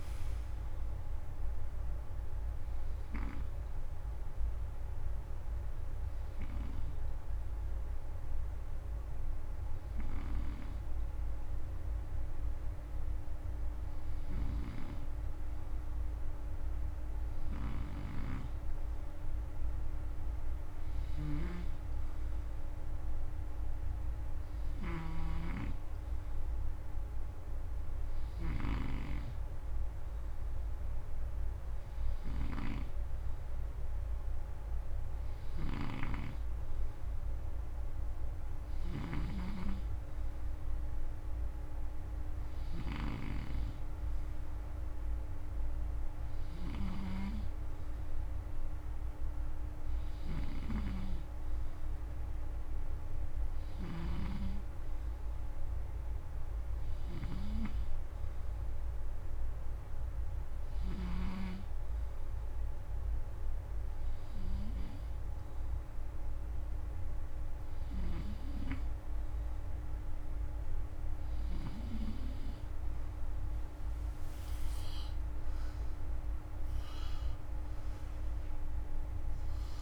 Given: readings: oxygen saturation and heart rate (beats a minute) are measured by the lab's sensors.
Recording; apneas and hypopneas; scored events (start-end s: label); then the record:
breathing in sleep by a room microphone; 1
2.50-14.00 s: hypopnea (oxygen 99% before, 92% lowest, heart rate 98 before, 78 extreme)
3.00-13.00 s: oxygen desaturation (device-marked, oxygen 99% before, 92% lowest, heart rate 98 before, 78 extreme)
14.00-61.00 s: snoring (device-marked)
16.50-20.50 s: arousal
20.00-32.00 s: oxygen desaturation (device-marked, oxygen 97% before, 92% lowest, heart rate 140 before, 78 extreme)
67.50-71.50 s: snoring (device-marked)
78.50-79.82 s: arousal
From the record:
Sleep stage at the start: N2 (light sleep); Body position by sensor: on the front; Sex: male